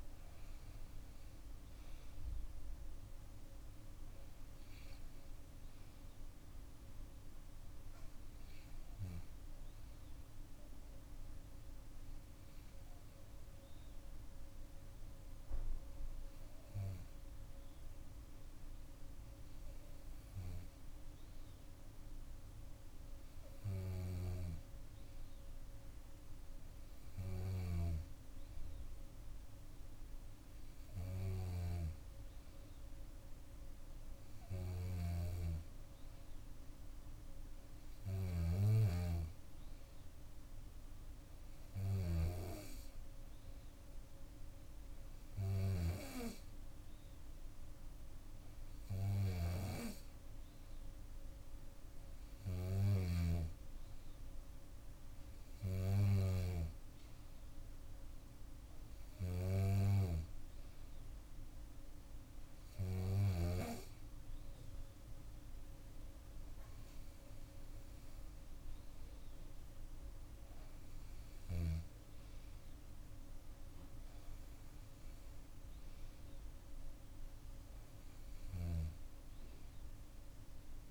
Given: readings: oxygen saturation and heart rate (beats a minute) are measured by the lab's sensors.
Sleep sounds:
breathing in sleep by a room microphone; none
0.00-2.50 s: oxygen desaturation (device-marked, oxygen 95% lowest, heart rate 58 extreme)
4.50-9.50 s: bradycardia (device-marked, heart rate 65 before, 59 extreme)
72.50-79.50 s: bradycardia (device-marked, heart rate 65 before, 58 extreme)
From the record:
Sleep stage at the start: N2 (light sleep); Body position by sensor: on the back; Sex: female

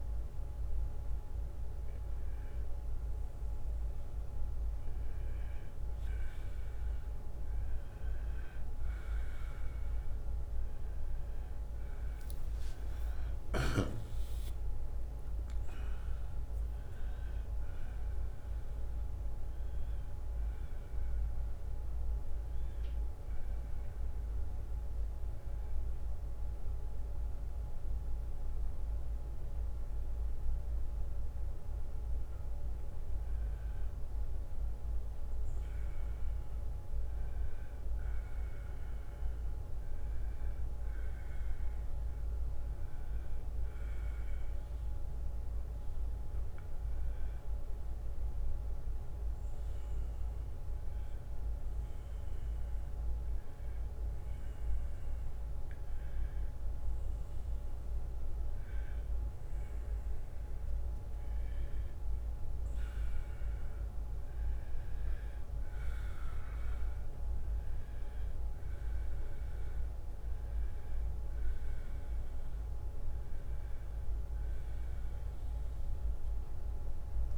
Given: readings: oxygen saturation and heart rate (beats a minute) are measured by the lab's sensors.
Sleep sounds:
a person partly awake in a sleep study, hard to hear, by a room microphone; 1
0.50-2.50 s: long interval between heartbeats (device-marked)
10.00-23.00 s: oxygen desaturation (device-marked, oxygen 94% before, 88% lowest)
27.00-77.38 s: new sleep stage, N1 (lightest sleep)
41.50-52.00 s: hypopnea (oxygen 97% before, 90% lowest)
53.50-56.50 s: arousal
66.00-76.00 s: oxygen desaturation (device-marked, oxygen 94% before, 90% lowest)
From the record:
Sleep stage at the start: awake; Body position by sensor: on the right side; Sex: male

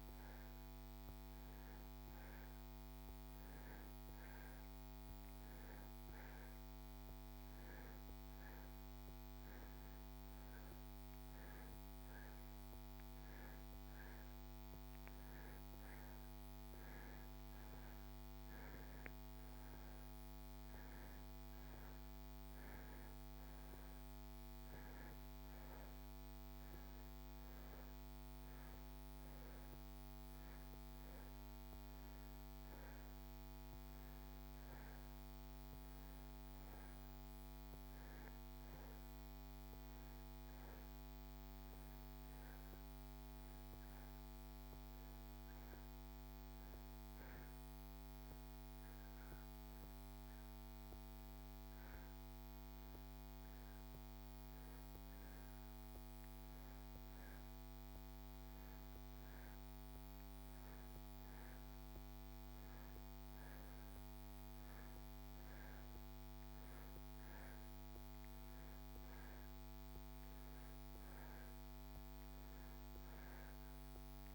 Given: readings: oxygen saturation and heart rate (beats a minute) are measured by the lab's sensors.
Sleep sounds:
breathing in sleep, hard to hear, by a microphone on the trachea; 1
44.00-54.00 s: hypopnea (oxygen 92% before, 89% lowest)
56.00-59.50 s: arousal
68.00-74.35 s: oxygen desaturation (device-marked, oxygen 93% before, 89% lowest)
From the record:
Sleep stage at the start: N2 (light sleep); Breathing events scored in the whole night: 334 in 5.8 hours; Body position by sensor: on the back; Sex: male

